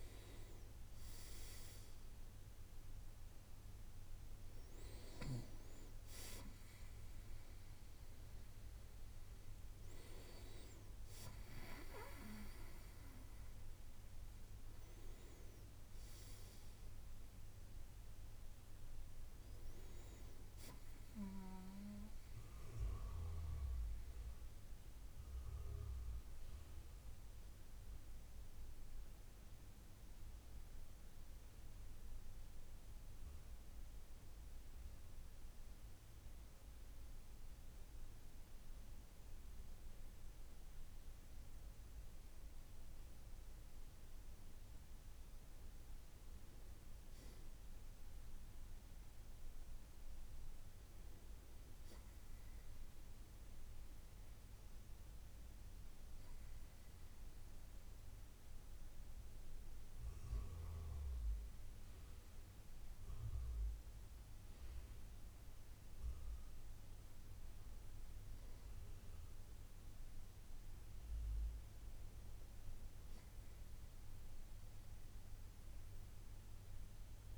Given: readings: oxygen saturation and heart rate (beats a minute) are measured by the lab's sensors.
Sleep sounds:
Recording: breathing in sleep by a room microphone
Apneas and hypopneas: 1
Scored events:
10.50-15.00 s: arousal
22.50-36.00 s: obstructive apnea (oxygen 94% before, 94% lowest, heart rate 73 before, 58 extreme, up 3 after)
43.00-49.00 s: bradycardia (device-marked, heart rate 68 before, 58 extreme)
From the record:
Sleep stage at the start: REM sleep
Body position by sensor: on the right side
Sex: male

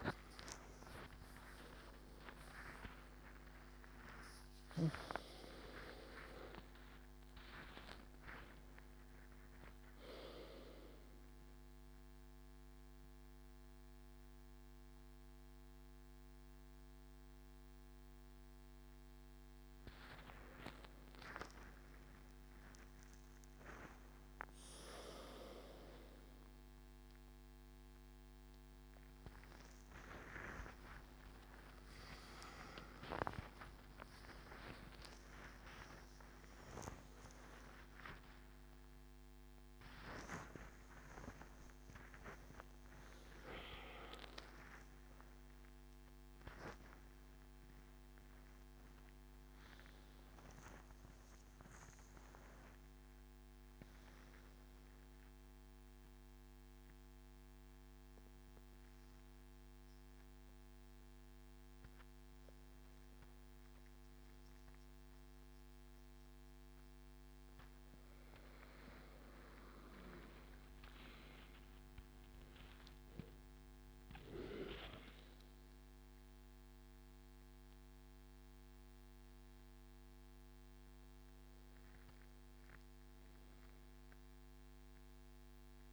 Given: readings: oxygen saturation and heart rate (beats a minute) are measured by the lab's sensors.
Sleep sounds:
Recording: a person awake in a sleep study, by a microphone on the trachea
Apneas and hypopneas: none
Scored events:
30.00-37.00 s: oxygen desaturation (device-marked, oxygen 99% before, 94% lowest)
48.00-78.00 s: new sleep stage, N1 (lightest sleep)
74.00-85.93 s: oxygen desaturation (device-marked, oxygen 99% before, 95% lowest, heart rate 48 before, 39 extreme)
78.00-85.93 s: new sleep stage, N2 (light sleep)
From the record:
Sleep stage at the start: awake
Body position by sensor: on the left side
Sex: male

